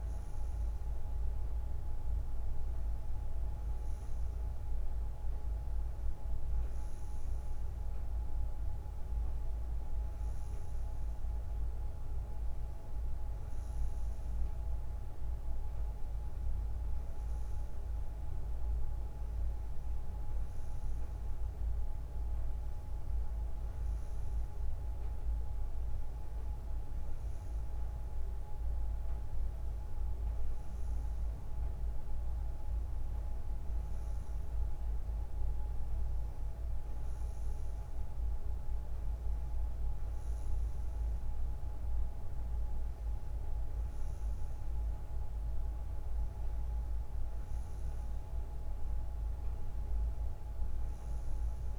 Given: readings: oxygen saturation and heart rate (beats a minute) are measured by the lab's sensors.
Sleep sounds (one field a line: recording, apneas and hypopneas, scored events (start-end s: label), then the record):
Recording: breathing in sleep, hard to hear, by a room microphone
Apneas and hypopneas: none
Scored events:
none scored
From the record:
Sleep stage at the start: N3 (deep sleep)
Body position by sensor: on the front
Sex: female